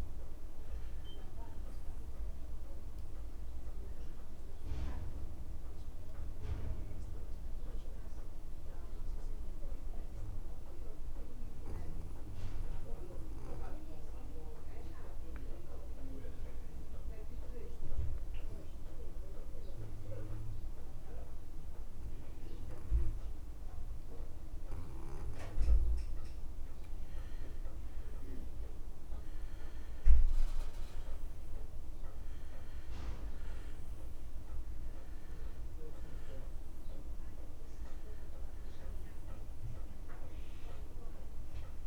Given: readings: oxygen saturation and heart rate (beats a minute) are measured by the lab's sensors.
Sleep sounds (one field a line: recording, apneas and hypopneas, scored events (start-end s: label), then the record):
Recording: breathing in sleep by a room microphone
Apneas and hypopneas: 1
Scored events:
0.00-17.00 s: oxygen desaturation (device-marked, oxygen 85% lowest)
6.50-26.50 s: obstructive apnea (oxygen 96% before, 85% lowest)
29.00-33.00 s: arousal
34.00-41.87 s: oxygen desaturation (device-marked, oxygen 99% before, 90% lowest)
From the record:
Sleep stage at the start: N2 (light sleep)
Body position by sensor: on the back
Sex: male